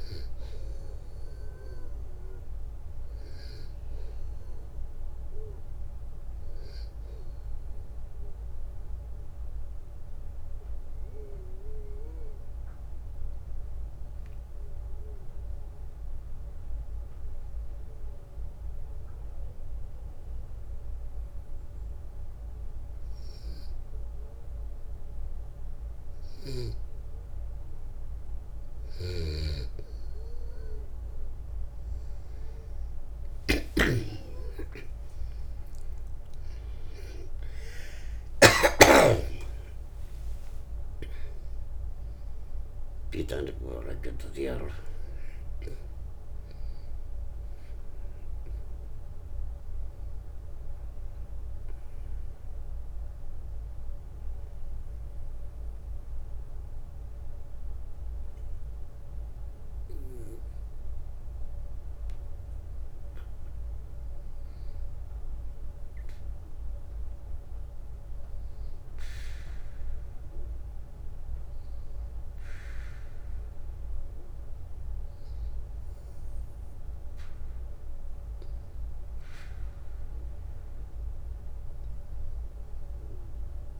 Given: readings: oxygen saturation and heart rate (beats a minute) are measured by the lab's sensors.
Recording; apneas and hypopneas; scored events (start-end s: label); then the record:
breathing in sleep by a room microphone; 2
1.50-23.50 s: oxygen desaturation (device-marked, oxygen 97% before, 92% lowest, heart rate 60 before, 58 extreme)
10.00-26.00 s: obstructive apnea (oxygen 98% before, 92% lowest, heart rate 63 before, 58 extreme, up 13 after)
28.50-43.00 s: snoring (device-marked)
33.00-38.00 s: arousal
49.50-62.50 s: oxygen desaturation (device-marked, oxygen 95% before, 92% lowest, heart rate 81 before, 61 extreme)
53.00-64.50 s: obstructive apnea (oxygen 97% before, 92% lowest, heart rate 82 before, 61 extreme, up 1 after)
67.00-70.00 s: arousal
From the record:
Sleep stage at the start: N2 (light sleep); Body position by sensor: on the back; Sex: male